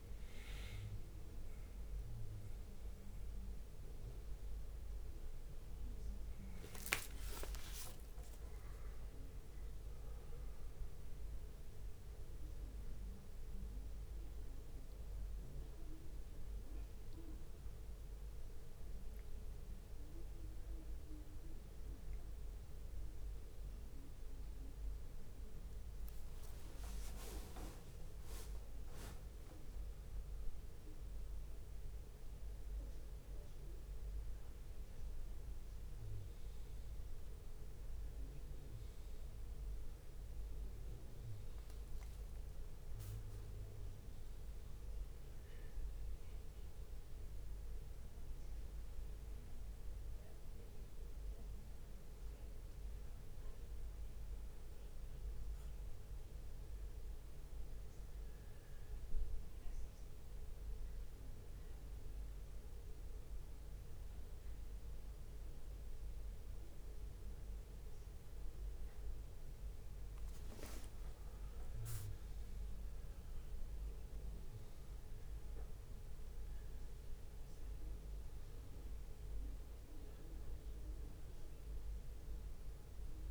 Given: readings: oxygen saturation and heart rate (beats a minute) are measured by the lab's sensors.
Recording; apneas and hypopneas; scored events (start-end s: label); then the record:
a person partly awake in a sleep study, hard to hear, by a room microphone; none
0.00-2.00 s: leg movement (device-marked)
0.00-7.50 s: drop in pulse transit time (device-marked, heart rate 70 extreme)
4.50-7.50 s: leg movement (device-marked)
5.50-9.50 s: tachycardia (device-marked, heart rate 75 before, 107 extreme)
7.00-9.00 s: long interval between heartbeats (device-marked, heart rate 125 before, 83 extreme)
10.50-19.00 s: leg movement (device-marked)
10.50-70.50 s: new sleep stage, N1 (lightest sleep)
24.00-25.50 s: leg movement (device-marked)
26.50-30.50 s: leg movement (device-marked)
33.50-39.50 s: leg movement (device-marked)
44.00-50.00 s: leg movement (device-marked)
54.50-63.50 s: leg movement (device-marked)
67.00-74.00 s: leg movement (device-marked)
70.50-83.31 s: new sleep stage, N2 (light sleep)
71.50-73.50 s: long interval between heartbeats (device-marked, heart rate 66 before, 75 extreme)
From the record:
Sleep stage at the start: awake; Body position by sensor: on the back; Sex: male